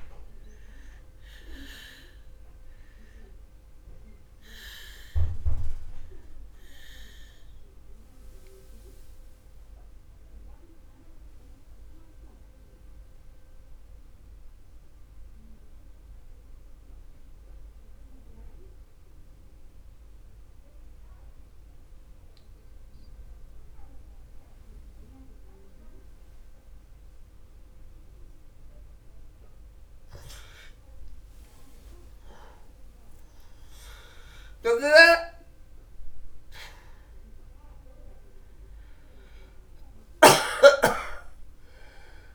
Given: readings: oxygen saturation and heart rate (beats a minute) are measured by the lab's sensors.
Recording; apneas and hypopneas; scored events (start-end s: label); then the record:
breathing in sleep by a room microphone; 1
0.00-20.50 s: oxygen desaturation (device-marked, oxygen 82% lowest, heart rate 36 extreme)
3.00-32.50 s: obstructive apnea (oxygen 96% before, 82% lowest, heart rate 52 before, 44 extreme, up 17 after)
34.50-38.00 s: arousal
36.00-42.35 s: snoring (device-marked)
36.50-42.35 s: oxygen desaturation (device-marked, oxygen 98% before, 86% lowest, heart rate 54 before, 44 extreme)
From the record:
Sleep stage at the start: N2 (light sleep); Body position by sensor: on the back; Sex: male